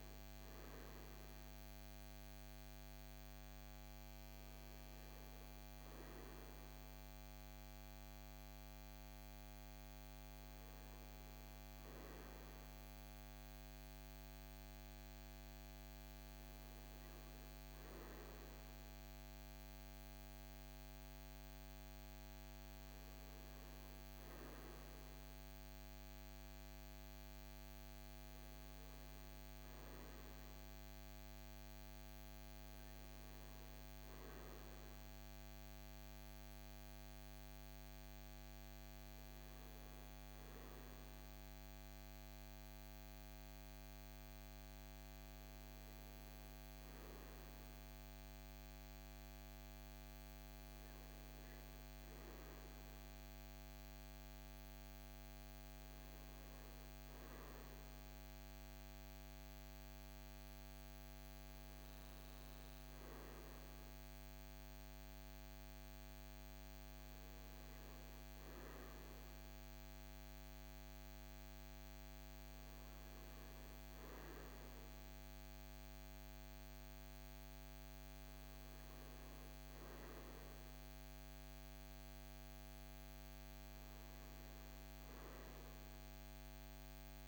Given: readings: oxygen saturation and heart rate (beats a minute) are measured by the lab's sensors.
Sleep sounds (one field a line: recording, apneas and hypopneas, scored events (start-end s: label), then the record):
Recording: breathing in sleep, hard to hear, by a microphone on the trachea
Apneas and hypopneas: none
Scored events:
none scored
From the record:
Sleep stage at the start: N2 (light sleep)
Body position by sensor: on the right side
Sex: male